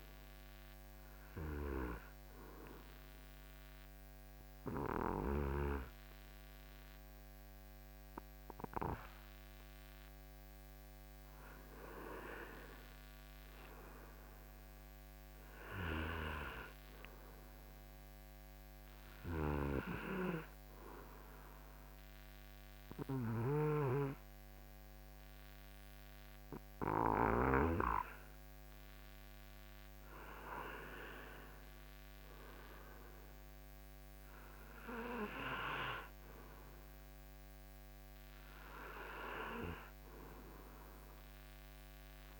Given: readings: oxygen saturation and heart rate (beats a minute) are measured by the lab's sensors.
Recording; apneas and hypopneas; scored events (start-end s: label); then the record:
breathing in sleep by a microphone on the trachea; 1
0.00-2.50 s: oxygen desaturation (device-marked, oxygen 92% lowest, heart rate 65 extreme)
2.00-12.50 s: hypopnea (oxygen 96% before, 92% lowest, heart rate 72 before, 65 extreme, up 4 after)
14.50-18.50 s: arousal
From the record:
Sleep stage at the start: N2 (light sleep); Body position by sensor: on the front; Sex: male